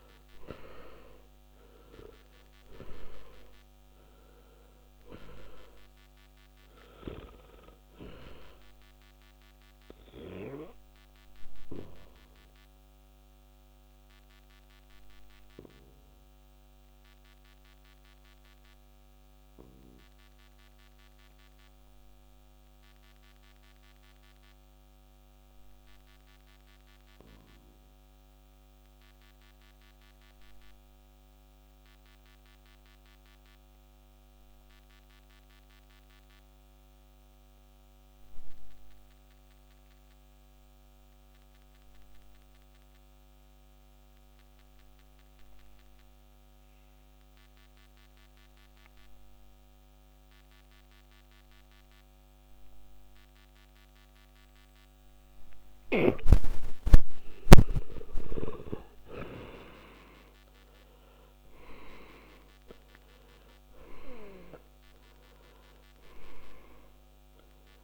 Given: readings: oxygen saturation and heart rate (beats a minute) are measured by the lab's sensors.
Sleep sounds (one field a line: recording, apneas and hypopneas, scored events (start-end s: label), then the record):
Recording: breathing in sleep by a microphone on the trachea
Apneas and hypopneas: 1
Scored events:
0.00-1.00 s: arousal
0.00-40.50 s: oxygen desaturation (device-marked, oxygen 79% lowest, heart rate 48 extreme)
11.00-55.50 s: obstructive apnea (oxygen 97% before, 77% lowest, heart rate 62 before, 48 extreme, up 22 after)
57.00-62.00 s: arousal
61.50-67.83 s: oxygen desaturation (device-marked, oxygen 99% before, 77% lowest, heart rate 52 before, 48 extreme)
From the record:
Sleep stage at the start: N2 (light sleep)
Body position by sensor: on the back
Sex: male